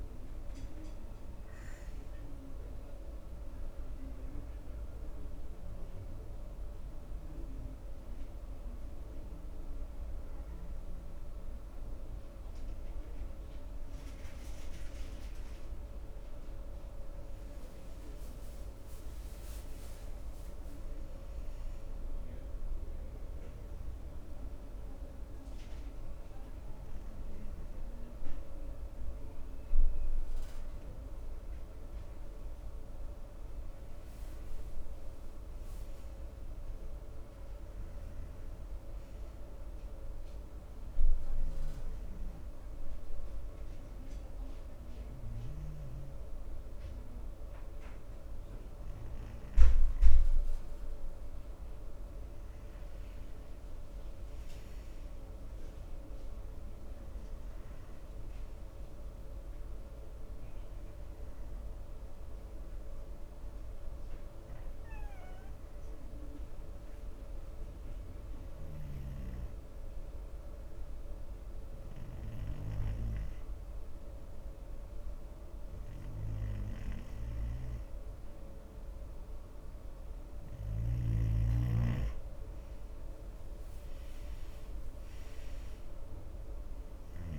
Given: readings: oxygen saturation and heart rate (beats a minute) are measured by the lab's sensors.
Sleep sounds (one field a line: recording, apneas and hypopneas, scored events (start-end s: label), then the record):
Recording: breathing in sleep, hard to hear, by a room microphone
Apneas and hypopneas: 3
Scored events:
0.50-3.50 s: arousal
6.00-16.00 s: obstructive apnea (oxygen 96% before, 92% lowest, heart rate 71 before, 68 extreme, up 6 after)
17.50-21.00 s: arousal
18.50-24.50 s: oxygen desaturation (device-marked, oxygen 95% before, 92% lowest, heart rate 72 before, 65 extreme)
24.00-34.50 s: hypopnea (oxygen 96% before, 92% lowest, heart rate 72 before, 65 extreme, up 4 after)
36.50-40.50 s: arousal
68.00-81.50 s: hypopnea (oxygen 95% before, 88% lowest, heart rate 68 before, 67 extreme, up 10 after)
83.50-87.00 s: arousal
From the record:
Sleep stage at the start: N2 (light sleep)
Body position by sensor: on the front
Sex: male